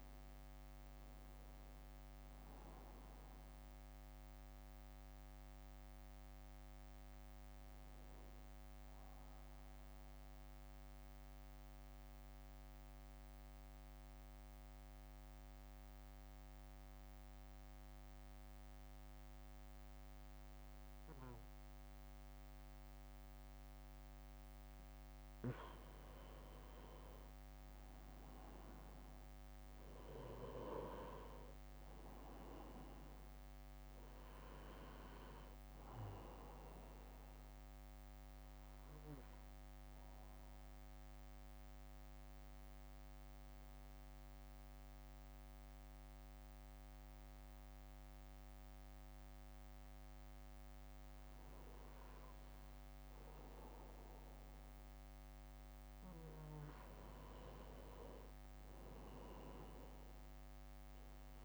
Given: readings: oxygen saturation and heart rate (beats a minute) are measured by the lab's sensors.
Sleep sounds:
breathing in sleep by a microphone on the trachea; 2
0.00-8.00 s: drop in pulse transit time (device-marked, heart rate 55 extreme)
9.50-26.50 s: central apnea (oxygen 98% before, 93% lowest, heart rate 60 before, 55 extreme, up 5 after)
27.00-38.00 s: drop in pulse transit time (device-marked, heart rate 60 before, 55 extreme)
28.00-32.00 s: arousal
31.00-50.00 s: oxygen desaturation (device-marked, oxygen 97% before, 93% lowest, heart rate 61 before, 57 extreme)
37.00-54.50 s: obstructive apnea (oxygen 97% before, 90% lowest, heart rate 61 before, 57 extreme, up 2 after)
56.50-60.00 s: arousal
From the record:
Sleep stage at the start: N2 (light sleep); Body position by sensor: on the back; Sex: male

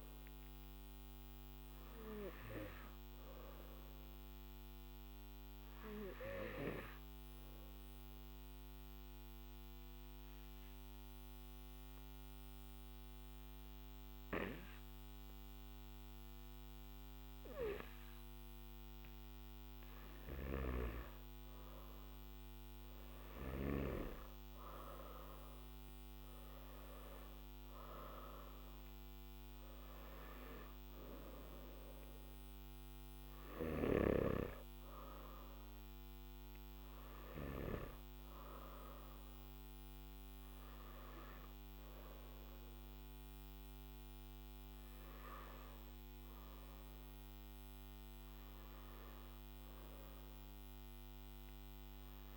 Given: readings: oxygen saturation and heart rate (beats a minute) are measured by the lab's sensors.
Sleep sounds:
breathing in sleep by a microphone on the trachea; 1
0.00-1.50 s: oxygen desaturation (device-marked, oxygen 93% lowest, heart rate 52 extreme)
8.00-19.00 s: obstructive apnea (oxygen 98% before, 94% lowest, heart rate 58 before, 52 extreme, up 6 after)
25.50-45.50 s: oxygen desaturation (device-marked, oxygen 97% before, 94% lowest, heart rate 53 before, 50 extreme)
From the record:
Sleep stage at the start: N1 (lightest sleep); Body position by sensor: on the back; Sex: male

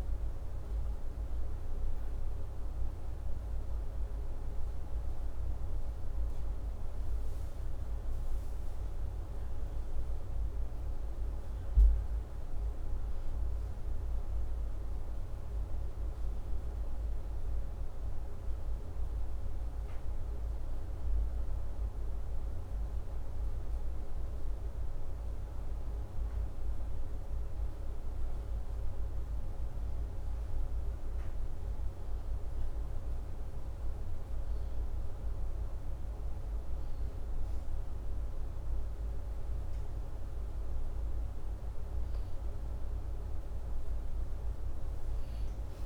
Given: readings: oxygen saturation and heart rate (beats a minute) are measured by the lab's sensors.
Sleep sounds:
breathing in sleep, hard to hear, by a room microphone; none
none scored
From the record:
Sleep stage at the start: N2 (light sleep); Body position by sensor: upright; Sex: male

